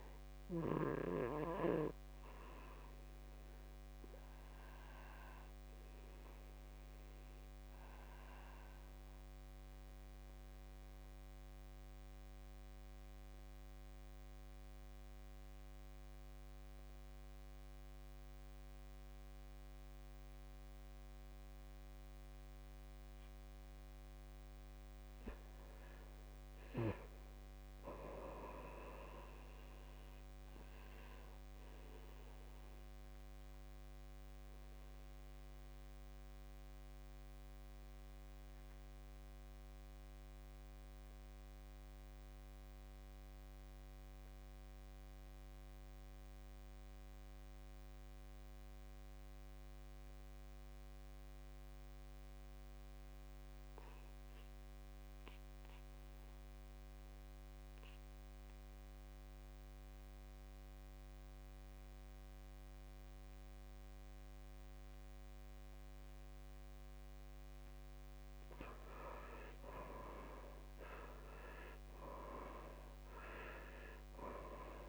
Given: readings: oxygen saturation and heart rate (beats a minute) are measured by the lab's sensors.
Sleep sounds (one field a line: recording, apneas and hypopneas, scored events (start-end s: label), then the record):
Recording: breathing in sleep by a microphone on the trachea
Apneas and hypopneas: 2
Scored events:
0.00-1.00 s: oxygen desaturation (device-marked, oxygen 89% lowest, heart rate 50 extreme)
3.50-24.50 s: obstructive apnea (oxygen 97% before, 78% lowest, heart rate 62 before, 50 extreme, up 13 after)
8.00-18.00 s: oxygen desaturation (device-marked, oxygen 93% before, 89% lowest, heart rate 61 before, 50 extreme)
26.00-29.50 s: arousal
29.00-53.00 s: oxygen desaturation (device-marked, oxygen 98% before, 88% lowest, heart rate 54 before, 57 extreme)
32.50-68.00 s: obstructive apnea (oxygen 98% before, 74% lowest, heart rate 56 before, 56 extreme, up 8 after)
59.00-74.89 s: oxygen desaturation (device-marked, oxygen 97% before, 74% lowest, heart rate 59 before, 55 extreme)
70.50-74.00 s: arousal
From the record:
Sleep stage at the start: N2 (light sleep)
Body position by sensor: on the back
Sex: male